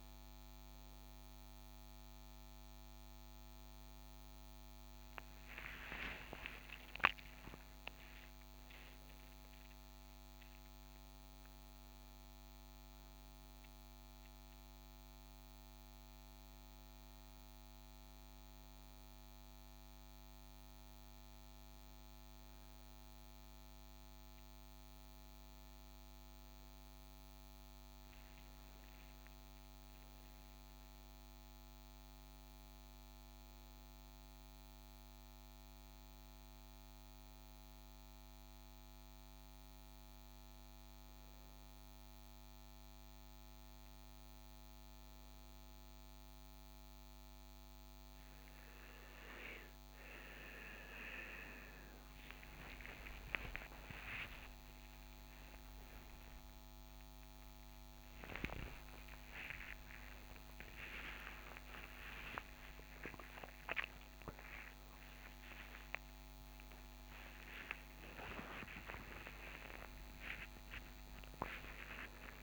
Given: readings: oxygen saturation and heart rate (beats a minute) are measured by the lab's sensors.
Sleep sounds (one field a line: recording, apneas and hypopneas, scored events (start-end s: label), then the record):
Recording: breathing in sleep by a microphone on the trachea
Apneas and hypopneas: none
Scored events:
6.00-11.50 s: arousal
56.00-72.43 s: new sleep stage, awake
From the record:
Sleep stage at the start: N1 (lightest sleep)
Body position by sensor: on the right side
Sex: male